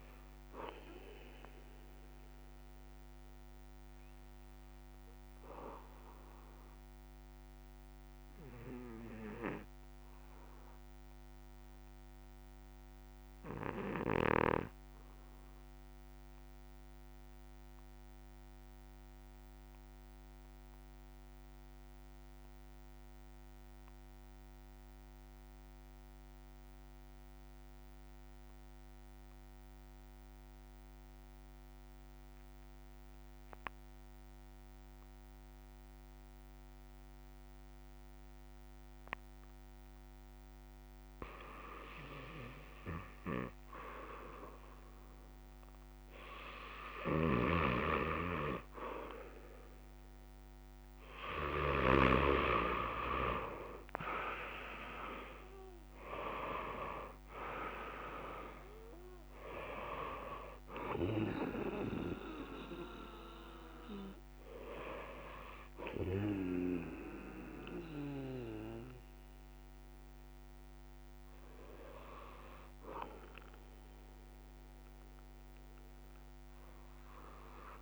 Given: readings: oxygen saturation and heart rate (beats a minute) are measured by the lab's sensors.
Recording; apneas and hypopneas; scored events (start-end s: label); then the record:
breathing in sleep by a microphone on the trachea; 1
0.00-16.50 s: oxygen desaturation (device-marked, oxygen 87% lowest, heart rate 50 extreme)
7.00-40.00 s: obstructive apnea (oxygen 97% before, 85% lowest, heart rate 64 before, 45 extreme, up 0 after)
38.50-69.50 s: oxygen desaturation (device-marked, oxygen 96% before, 87% lowest, heart rate 57 before, 45 extreme)
71.50-77.82 s: oxygen desaturation (device-marked, oxygen 89% before, 85% lowest, heart rate 66 before, 54 extreme)
From the record:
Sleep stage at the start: N2 (light sleep); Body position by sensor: on the back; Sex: male